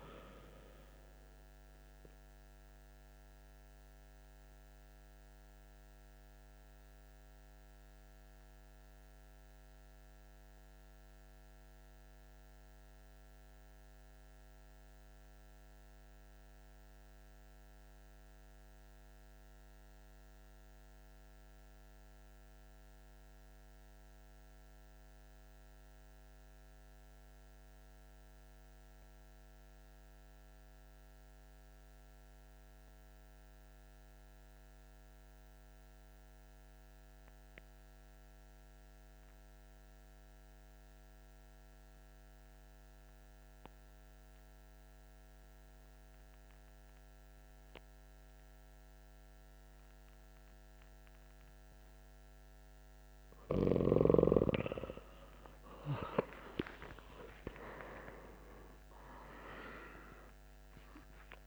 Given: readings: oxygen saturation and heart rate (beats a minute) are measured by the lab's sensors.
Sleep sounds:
breathing in sleep by a microphone on the trachea; 1
0.00-12.00 s: oxygen desaturation (device-marked, oxygen 90% lowest, heart rate 67 extreme)
1.50-52.50 s: mixed apnea (oxygen 96% before, 89% lowest)
38.00-61.47 s: oxygen desaturation (device-marked, oxygen 97% before, 89% lowest)
55.00-60.50 s: arousal
From the record:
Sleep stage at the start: N2 (light sleep); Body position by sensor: on the back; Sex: male

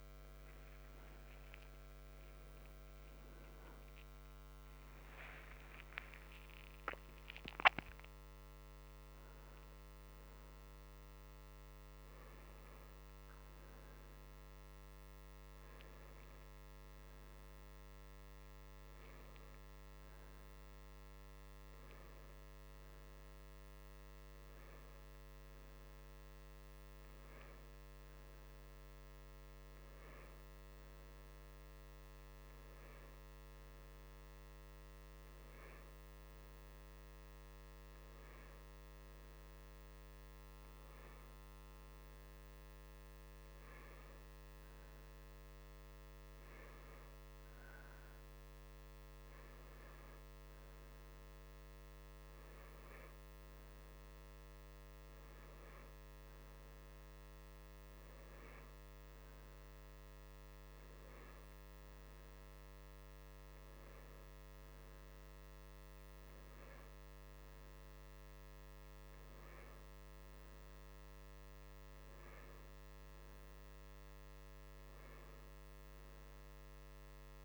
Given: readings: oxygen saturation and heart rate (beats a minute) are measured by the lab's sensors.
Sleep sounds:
a person partly awake in a sleep study, hard to hear, by a microphone on the trachea; none
4.50-77.45 s: new sleep stage, N2 (light sleep)
From the record:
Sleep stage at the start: awake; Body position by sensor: on the right side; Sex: male

